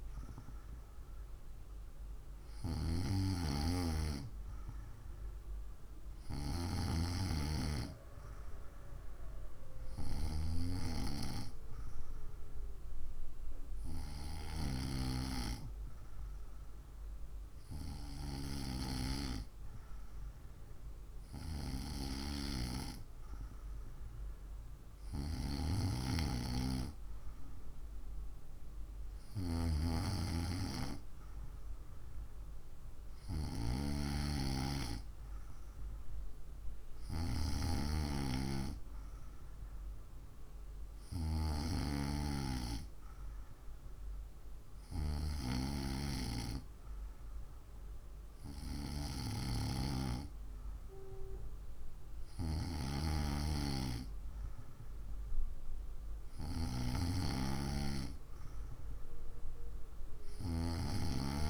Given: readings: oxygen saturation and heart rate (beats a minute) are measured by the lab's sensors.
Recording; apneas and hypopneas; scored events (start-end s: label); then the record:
breathing in sleep by a room microphone; none
none scored
From the record:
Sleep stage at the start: N2 (light sleep); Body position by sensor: on the right side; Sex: female